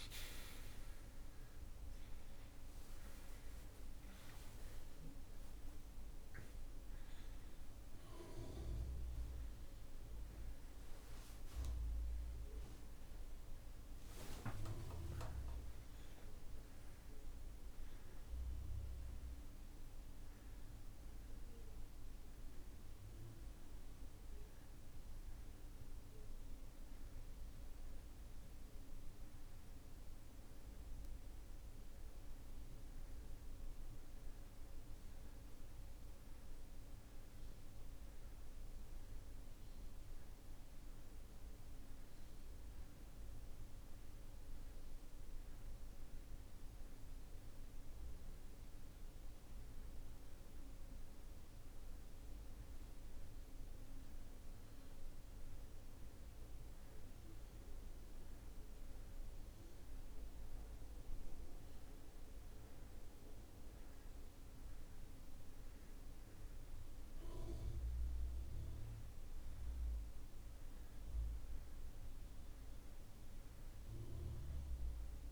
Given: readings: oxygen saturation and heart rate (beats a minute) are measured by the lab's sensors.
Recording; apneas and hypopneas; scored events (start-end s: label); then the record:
breathing in sleep, hard to hear, by a room microphone; 1
43.00-54.00 s: hypopnea (oxygen 94% before, 91% lowest)
57.00-61.50 s: arousal
From the record:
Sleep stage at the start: N1 (lightest sleep); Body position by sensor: on the back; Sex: male